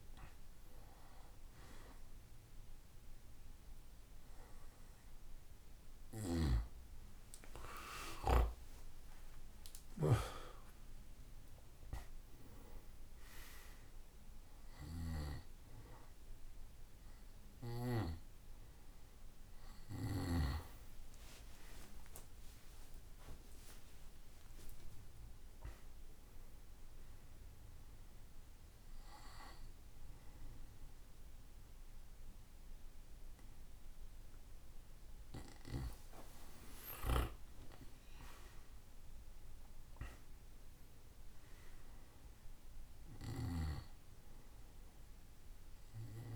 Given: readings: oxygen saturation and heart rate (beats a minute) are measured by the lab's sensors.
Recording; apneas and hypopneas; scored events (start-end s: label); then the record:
a person awake in a sleep study, by a room microphone; none
none scored
From the record:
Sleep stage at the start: awake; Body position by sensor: on the back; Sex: male